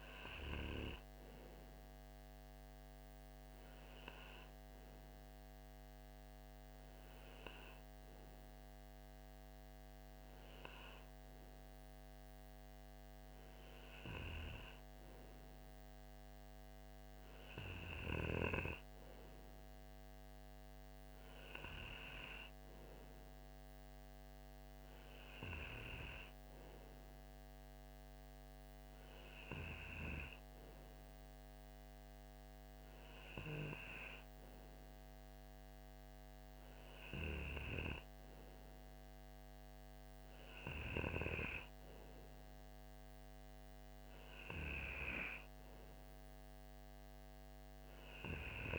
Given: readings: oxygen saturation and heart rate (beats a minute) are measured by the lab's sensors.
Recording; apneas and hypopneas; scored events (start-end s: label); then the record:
breathing in sleep by a microphone on the trachea; none
none scored
From the record:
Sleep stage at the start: N2 (light sleep); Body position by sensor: on the right side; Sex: male